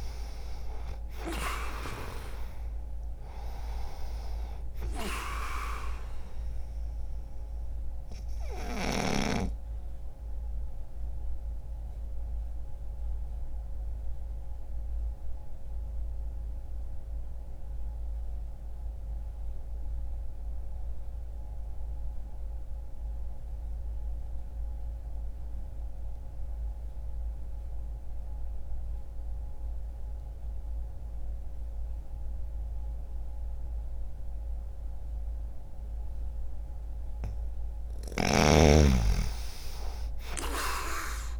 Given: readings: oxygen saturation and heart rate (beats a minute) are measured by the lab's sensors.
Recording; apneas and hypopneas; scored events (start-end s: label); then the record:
breathing in sleep by a room microphone; 1
0.00-5.50 s: oxygen desaturation (device-marked, oxygen 93% lowest, heart rate 61 extreme)
10.00-36.00 s: obstructive apnea (oxygen 99% before, 88% lowest, heart rate 62 before, 59 extreme, up 1 after)
21.50-31.50 s: oxygen desaturation (device-marked, oxygen 93% before, 88% lowest, heart rate 61 before, 59 extreme)
39.00-41.40 s: arousal
From the record:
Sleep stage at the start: N2 (light sleep); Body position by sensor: on the back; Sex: male